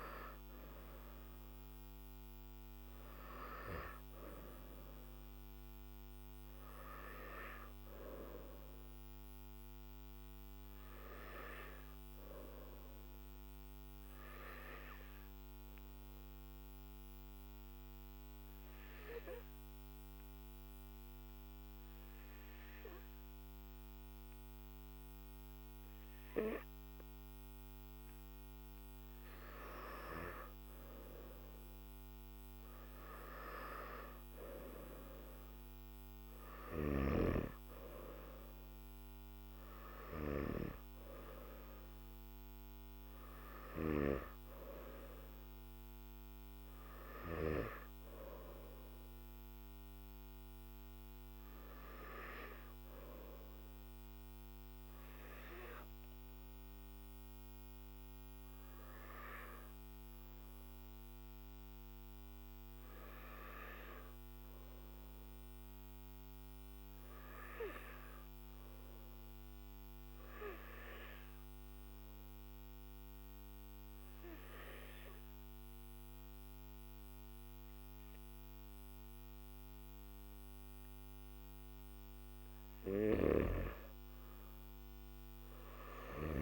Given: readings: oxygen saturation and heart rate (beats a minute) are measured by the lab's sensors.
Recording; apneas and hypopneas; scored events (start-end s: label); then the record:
breathing in sleep by a microphone on the trachea; 2
0.00-10.00 s: oxygen desaturation (device-marked, oxygen 93% lowest, heart rate 53 extreme)
11.00-27.50 s: obstructive apnea (oxygen 97% before, 94% lowest, heart rate 57 before, 52 extreme, up 2 after)
34.00-46.00 s: oxygen desaturation (device-marked, oxygen 98% before, 94% lowest, heart rate 56 before, 50 extreme)
57.00-82.00 s: obstructive apnea (oxygen 97% before, 93% lowest, heart rate 53 before, 50 extreme, up 5 after)
From the record:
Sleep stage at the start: N1 (lightest sleep); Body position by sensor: on the back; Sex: male